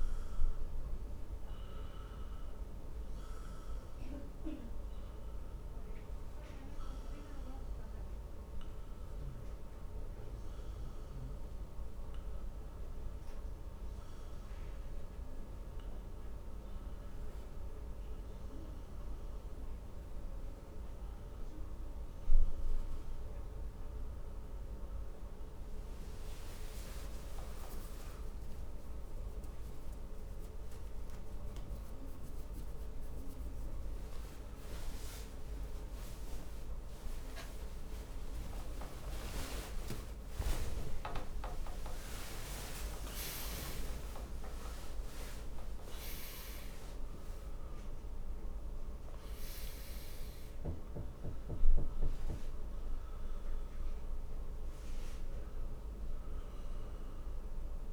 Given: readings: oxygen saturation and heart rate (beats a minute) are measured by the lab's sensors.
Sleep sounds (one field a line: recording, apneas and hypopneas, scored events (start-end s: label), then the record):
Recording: breathing in sleep by a room microphone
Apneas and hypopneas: none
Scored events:
12.00-57.93 s: new sleep stage, N1 (lightest sleep)
35.00-40.00 s: arousal
From the record:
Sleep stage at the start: N2 (light sleep)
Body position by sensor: on the back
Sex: male